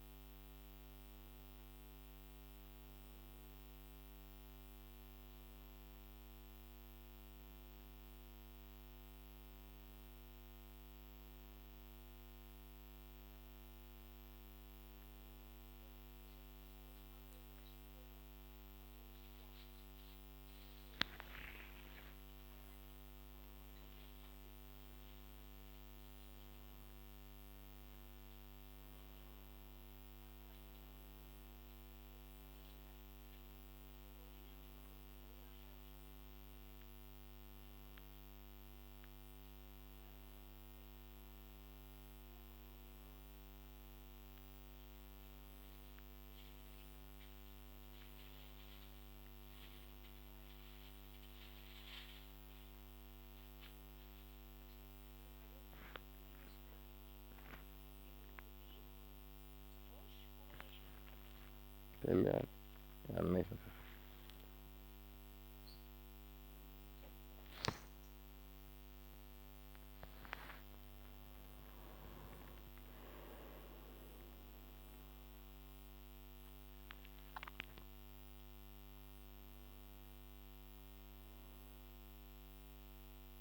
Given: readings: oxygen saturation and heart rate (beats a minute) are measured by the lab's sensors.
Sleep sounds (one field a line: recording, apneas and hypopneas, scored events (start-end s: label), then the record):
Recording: a person awake in a sleep study, hard to hear, by a microphone on the trachea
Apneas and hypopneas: none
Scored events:
none scored
From the record:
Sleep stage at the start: awake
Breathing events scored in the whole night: 169 in 4.0 hours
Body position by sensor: on the back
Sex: male